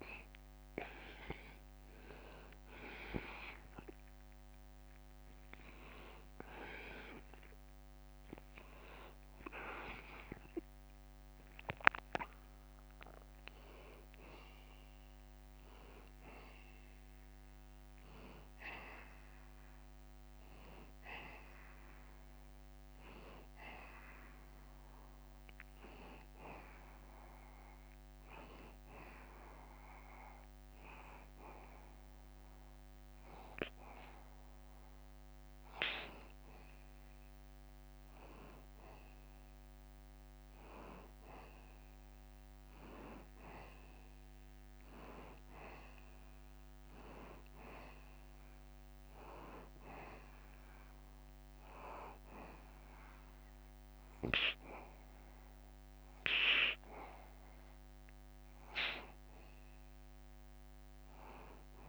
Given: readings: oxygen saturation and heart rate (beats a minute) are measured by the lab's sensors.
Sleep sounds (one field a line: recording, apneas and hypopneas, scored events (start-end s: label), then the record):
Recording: breathing in sleep by a microphone on the trachea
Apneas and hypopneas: 1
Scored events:
10.50-14.00 s: arousal
28.00-38.00 s: hypopnea (oxygen 93% before, 91% lowest, heart rate 82 before, 78 extreme, up 1 after)
40.00-44.00 s: arousal
From the record:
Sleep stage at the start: N2 (light sleep)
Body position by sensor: on the back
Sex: male